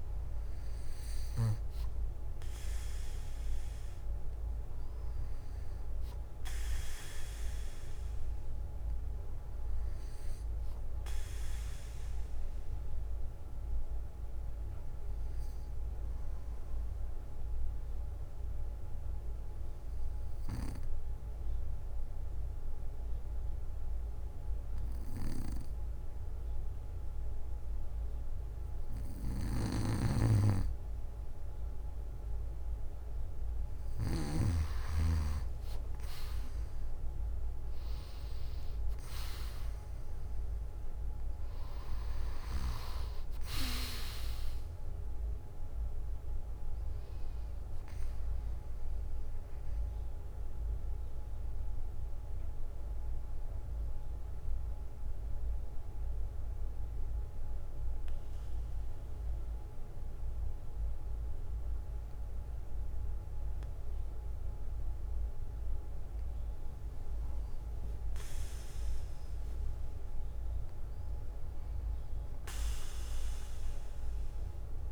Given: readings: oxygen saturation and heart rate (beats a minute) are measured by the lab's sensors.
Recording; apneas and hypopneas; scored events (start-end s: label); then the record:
breathing in sleep by a room microphone; 2
0.00-1.50 s: arousal
0.00-2.00 s: bradycardia (device-marked, heart rate 52 extreme)
11.00-33.00 s: bradycardia (device-marked, heart rate 59 before, 56 extreme)
15.50-29.50 s: obstructive apnea (oxygen 96% before, 94% lowest, heart rate 59 before, 57 extreme, up 5 after)
38.00-43.50 s: arousal
39.00-41.00 s: bradycardia (device-marked, heart rate 59 before, 60 extreme)
48.00-64.00 s: bradycardia (device-marked, heart rate 59 before, 52 extreme)
53.50-66.50 s: mixed apnea (oxygen 96% before, 94% lowest, heart rate 60 before, 52 extreme, up 10 after)
65.00-67.00 s: bradycardia (device-marked, heart rate 59 before, 56 extreme)
69.50-73.50 s: arousal
70.00-72.00 s: bradycardia (device-marked, heart rate 59 before, 60 extreme)
From the record:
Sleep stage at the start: N2 (light sleep); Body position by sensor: on the back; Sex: male